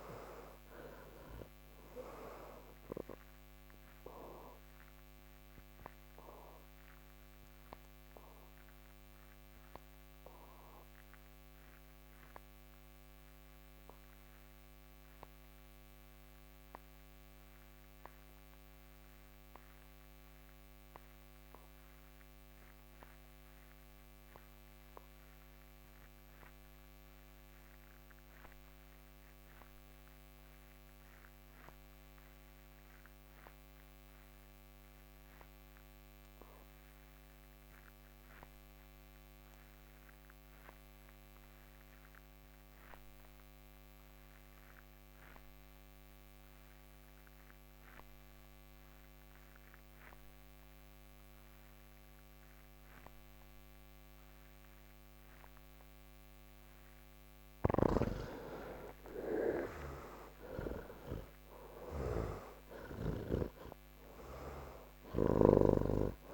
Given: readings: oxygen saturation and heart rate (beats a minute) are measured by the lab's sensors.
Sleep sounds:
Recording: breathing in sleep by a microphone on the trachea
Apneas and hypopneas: 1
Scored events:
0.00-21.00 s: oxygen desaturation (device-marked, oxygen 69% lowest, heart rate 55 extreme)
6.50-55.50 s: obstructive apnea (oxygen 98% before, 65% lowest, heart rate 149 before, 55 extreme, up 51 after)
34.00-66.34 s: oxygen desaturation (device-marked, oxygen 97% before, 65% lowest, heart rate 104 before, 77 extreme)
58.00-66.34 s: new sleep stage, N2 (light sleep)
From the record:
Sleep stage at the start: N1 (lightest sleep)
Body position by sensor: on the back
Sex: male

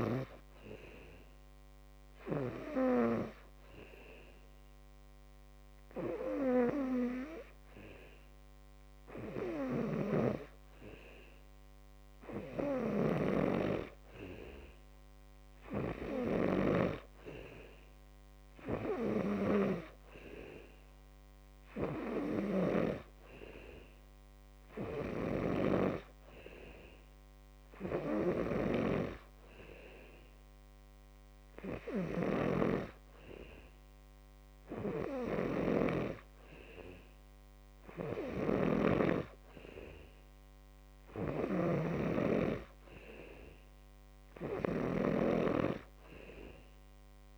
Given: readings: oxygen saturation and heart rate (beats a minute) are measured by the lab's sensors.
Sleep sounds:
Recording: breathing in sleep by a microphone on the trachea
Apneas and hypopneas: none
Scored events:
none scored
From the record:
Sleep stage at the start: N2 (light sleep)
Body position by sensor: on the back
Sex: male

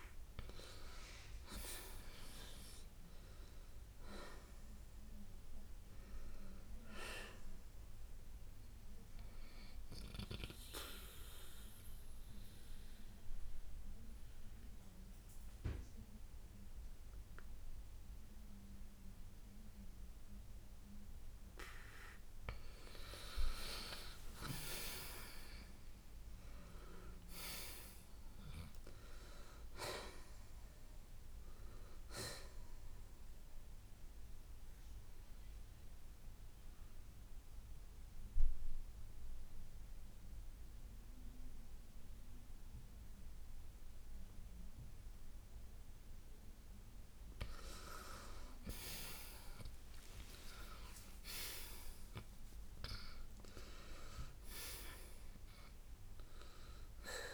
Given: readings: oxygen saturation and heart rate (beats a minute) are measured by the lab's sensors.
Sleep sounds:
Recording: breathing in sleep by a room microphone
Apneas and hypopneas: 2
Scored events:
0.00-9.00 s: oxygen desaturation (device-marked, oxygen 91% before, 88% lowest, heart rate 75 before, 53 extreme)
4.50-8.50 s: arousal
11.00-22.00 s: central apnea (oxygen 92% before, 87% lowest, heart rate 63 before, 53 extreme, up 46 after)
25.50-28.50 s: arousal
34.00-46.50 s: central apnea (oxygen 90% before, 87% lowest, heart rate 74 before, 52 extreme, up 35 after)
49.00-53.50 s: arousal
52.00-57.34 s: oxygen desaturation (device-marked, oxygen 92% before, 87% lowest, heart rate 76 before, 52 extreme)
From the record:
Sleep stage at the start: N2 (light sleep)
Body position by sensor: on the right side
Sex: male

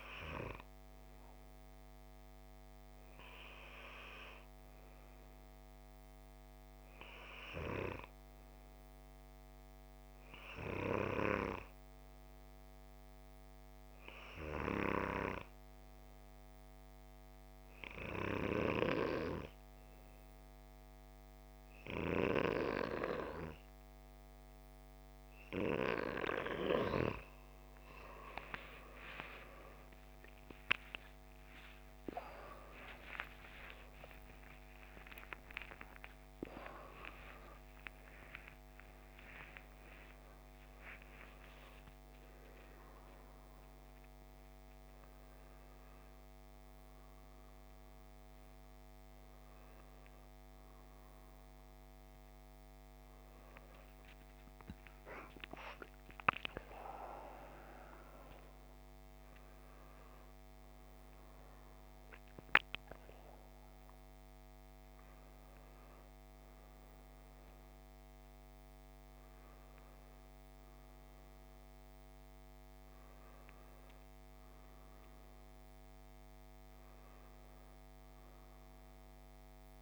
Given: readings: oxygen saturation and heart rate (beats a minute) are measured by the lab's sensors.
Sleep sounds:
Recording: a person awake in a sleep study, by a microphone on the trachea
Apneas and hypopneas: 1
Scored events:
0.00-4.00 s: oxygen desaturation (device-marked, oxygen 93% lowest, heart rate 54 extreme)
4.50-8.50 s: arousal
10.50-25.50 s: hypopnea (oxygen 98% before, 89% lowest, heart rate 56 before, 54 extreme, up 27 after)
23.00-56.00 s: oxygen desaturation (device-marked, oxygen 96% before, 89% lowest, heart rate 56 before, 61 extreme)
32.00-79.82 s: new sleep stage, awake
From the record:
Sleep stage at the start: N2 (light sleep)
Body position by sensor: on the back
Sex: male

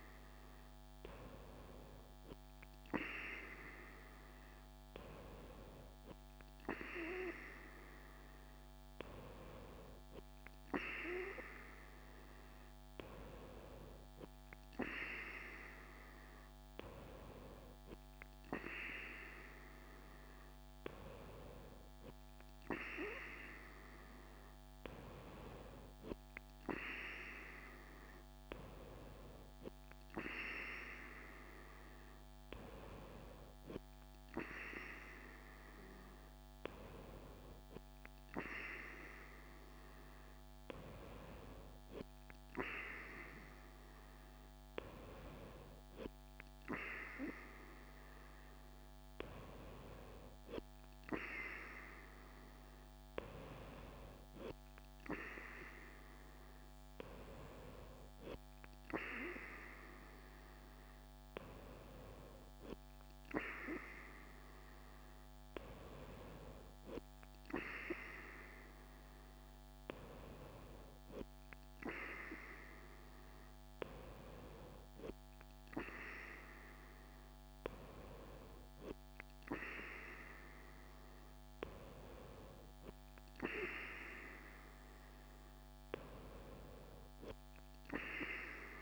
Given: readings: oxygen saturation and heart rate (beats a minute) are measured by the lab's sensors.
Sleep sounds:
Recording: breathing in sleep by a microphone on the trachea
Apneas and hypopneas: none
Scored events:
none scored
From the record:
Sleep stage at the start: N2 (light sleep)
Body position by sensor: on the right side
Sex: female

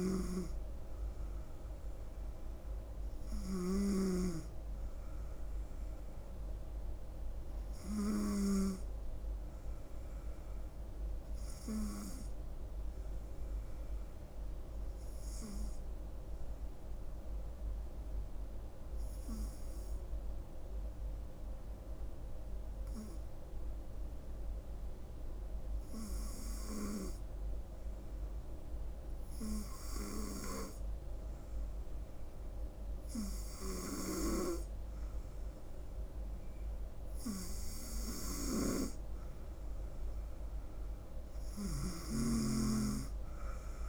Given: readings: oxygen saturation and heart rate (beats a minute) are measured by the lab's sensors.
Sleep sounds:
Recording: breathing in sleep by a room microphone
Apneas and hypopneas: 1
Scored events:
10.00-31.00 s: hypopnea (oxygen 96% before, 94% lowest, heart rate 71 before, 67 extreme, up 3 after)
32.00-43.89 s: oxygen desaturation (device-marked, oxygen 97% before, 94% lowest, heart rate 69 before, 67 extreme)
33.00-36.00 s: arousal
From the record:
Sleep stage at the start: N2 (light sleep)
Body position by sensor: on the front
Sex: female

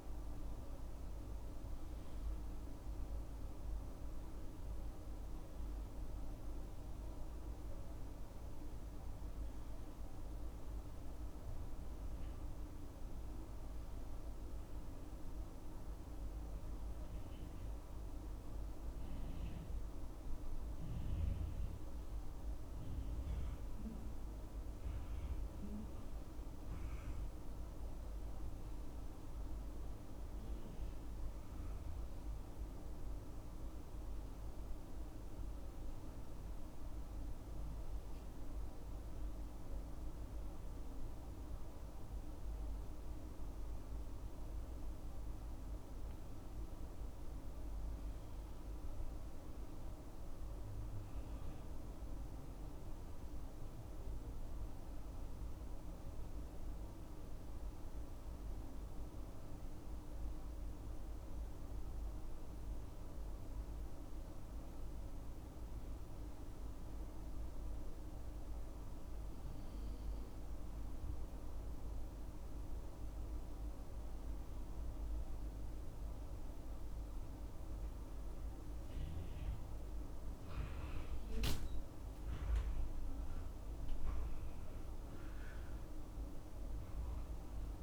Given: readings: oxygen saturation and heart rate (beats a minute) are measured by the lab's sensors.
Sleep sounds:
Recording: breathing in sleep, hard to hear, by a room microphone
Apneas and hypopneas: 2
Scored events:
0.00-22.00 s: oxygen desaturation (device-marked, oxygen 88% lowest, heart rate 65 extreme)
26.00-29.50 s: arousal
33.50-45.50 s: central apnea (oxygen 98% before, 93% lowest, heart rate 71 before, 65 extreme, up 6 after)
47.00-69.00 s: oxygen desaturation (device-marked, oxygen 98% before, 93% lowest, heart rate 68 before, 65 extreme)
47.50-50.00 s: arousal
52.50-63.50 s: obstructive apnea (oxygen 98% before, 93% lowest, heart rate 68 before, 65 extreme, up 5 after)
68.50-72.00 s: arousal
From the record:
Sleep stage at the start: N2 (light sleep)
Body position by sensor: on the left side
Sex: male

